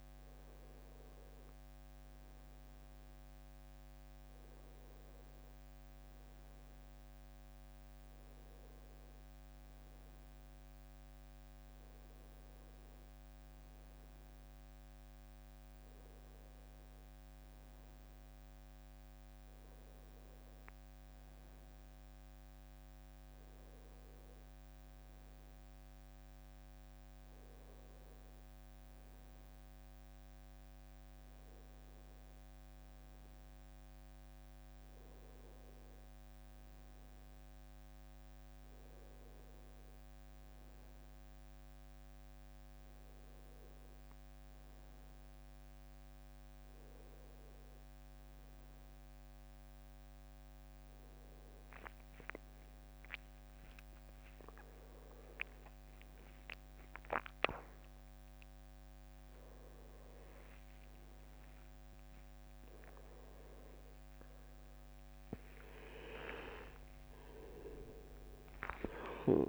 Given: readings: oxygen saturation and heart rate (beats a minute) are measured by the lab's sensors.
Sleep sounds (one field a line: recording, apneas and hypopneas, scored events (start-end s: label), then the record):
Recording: breathing in sleep by a microphone on the trachea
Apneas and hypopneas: none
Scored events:
0.00-13.00 s: oxygen desaturation (device-marked, oxygen 93% lowest, heart rate 77 extreme)
54.00-69.49 s: new sleep stage, awake
From the record:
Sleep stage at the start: N1 (lightest sleep)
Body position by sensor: on the right side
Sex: male